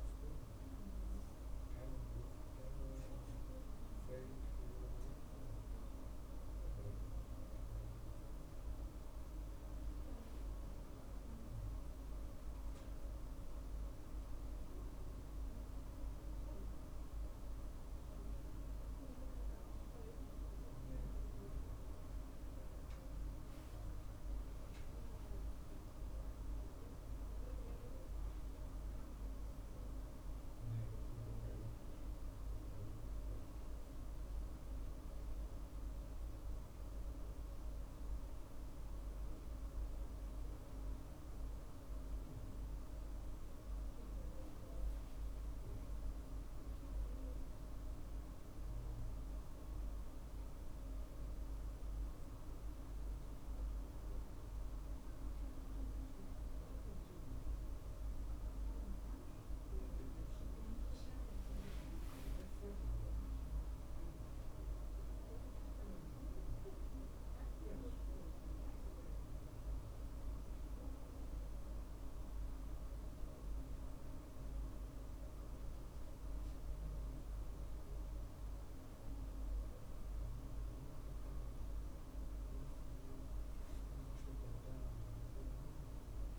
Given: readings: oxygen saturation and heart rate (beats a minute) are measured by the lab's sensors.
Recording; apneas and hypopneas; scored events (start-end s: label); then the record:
a person awake in a sleep study, hard to hear, by a room microphone; none
37.50-86.39 s: new sleep stage, awake
65.50-78.50 s: drop in pulse transit time (device-marked, heart rate 50 before, 50 extreme)
From the record:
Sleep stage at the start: N2 (light sleep); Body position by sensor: on the right side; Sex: male